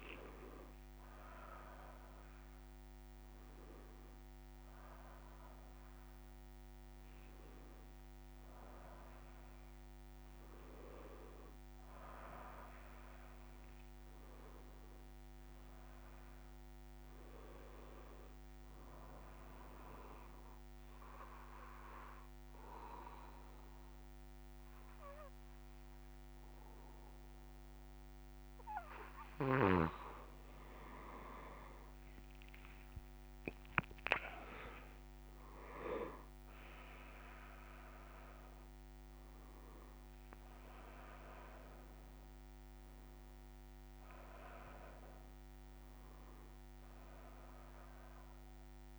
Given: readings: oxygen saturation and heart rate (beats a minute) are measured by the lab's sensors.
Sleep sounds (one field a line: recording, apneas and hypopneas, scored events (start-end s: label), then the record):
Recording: breathing in sleep by a microphone on the trachea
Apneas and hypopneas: 1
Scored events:
19.50-30.50 s: obstructive apnea (oxygen 98% before, 93% lowest)
19.50-48.99 s: new sleep stage, N2 (light sleep)
39.50-48.99 s: oxygen desaturation (device-marked, oxygen 96% before, 93% lowest)
From the record:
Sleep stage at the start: N1 (lightest sleep)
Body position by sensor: on the back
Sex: male